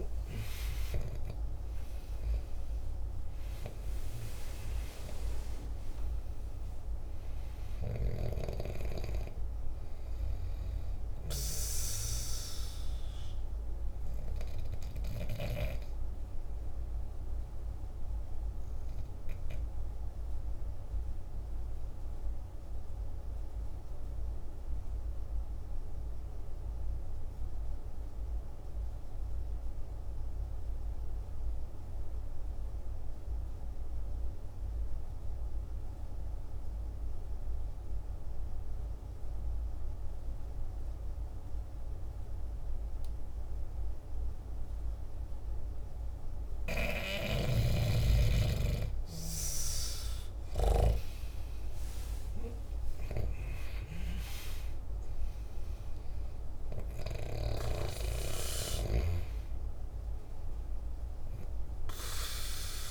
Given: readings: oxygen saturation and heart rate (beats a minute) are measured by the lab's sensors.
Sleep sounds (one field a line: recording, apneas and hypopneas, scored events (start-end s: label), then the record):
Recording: breathing in sleep by a room microphone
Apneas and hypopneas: 1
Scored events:
0.00-3.00 s: arousal
0.00-22.00 s: oxygen desaturation (device-marked, oxygen 88% lowest, heart rate 47 extreme)
20.50-45.50 s: obstructive apnea (oxygen 97% before, 84% lowest, heart rate 56 before, 48 extreme, up 11 after)
40.00-62.91 s: oxygen desaturation (device-marked, oxygen 99% before, 84% lowest, heart rate 49 before, 48 extreme)
50.50-54.50 s: arousal
From the record:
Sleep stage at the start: N2 (light sleep)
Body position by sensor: on the back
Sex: male